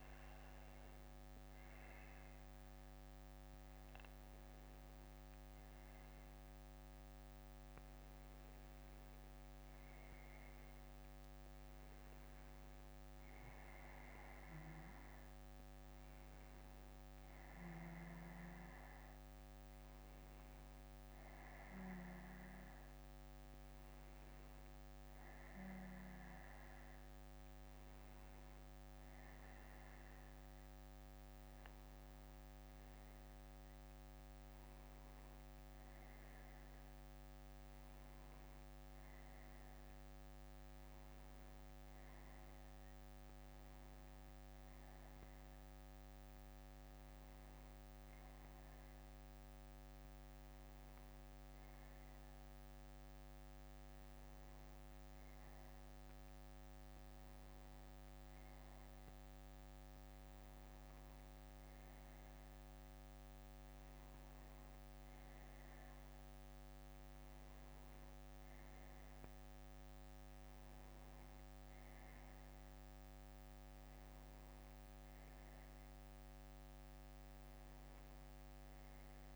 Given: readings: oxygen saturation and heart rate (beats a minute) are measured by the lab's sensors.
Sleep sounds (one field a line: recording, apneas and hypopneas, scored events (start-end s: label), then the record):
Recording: breathing in sleep, hard to hear, by a microphone on the trachea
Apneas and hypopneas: none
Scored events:
0.00-11.50 s: bradycardia (device-marked, heart rate 55 extreme)
29.50-41.50 s: bradycardia (device-marked, heart rate 64 before, 58 extreme)
54.50-79.36 s: new sleep stage, N2 (light sleep)
From the record:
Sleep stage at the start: N1 (lightest sleep)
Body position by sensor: on the back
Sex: male